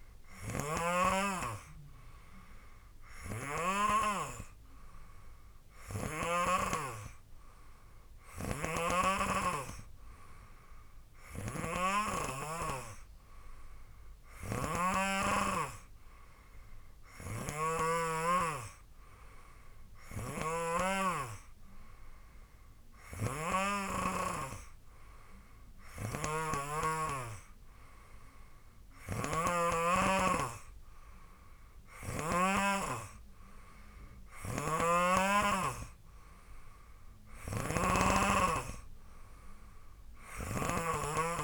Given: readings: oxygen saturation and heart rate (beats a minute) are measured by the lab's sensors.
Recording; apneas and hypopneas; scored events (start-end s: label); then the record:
breathing in sleep by a room microphone; none
0.00-4.00 s: snoring (device-marked)
8.50-24.50 s: snoring (device-marked)
29.00-32.50 s: snoring (device-marked)
34.50-41.44 s: snoring (device-marked)
From the record:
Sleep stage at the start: N3 (deep sleep); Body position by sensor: on the right side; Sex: male